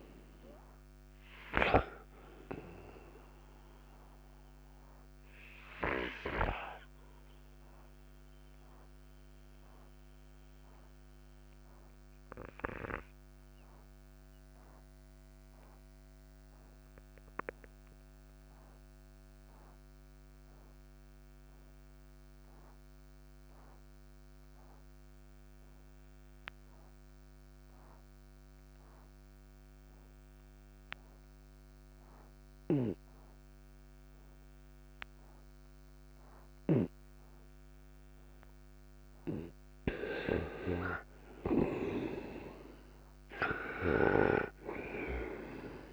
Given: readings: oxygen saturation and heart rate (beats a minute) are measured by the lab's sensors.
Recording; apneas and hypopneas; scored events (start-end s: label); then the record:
breathing in sleep by a microphone on the trachea; 1
0.00-22.00 s: oxygen desaturation (device-marked, oxygen 82% lowest, heart rate 56 extreme)
3.00-39.00 s: obstructive apnea (oxygen 98% before, 82% lowest, heart rate 66 before, 56 extreme, up 11 after)
35.00-45.93 s: oxygen desaturation (device-marked, oxygen 98% before, 85% lowest, heart rate 59 before, 56 extreme)
40.50-45.00 s: arousal
From the record:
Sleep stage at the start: N2 (light sleep); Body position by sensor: on the right side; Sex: male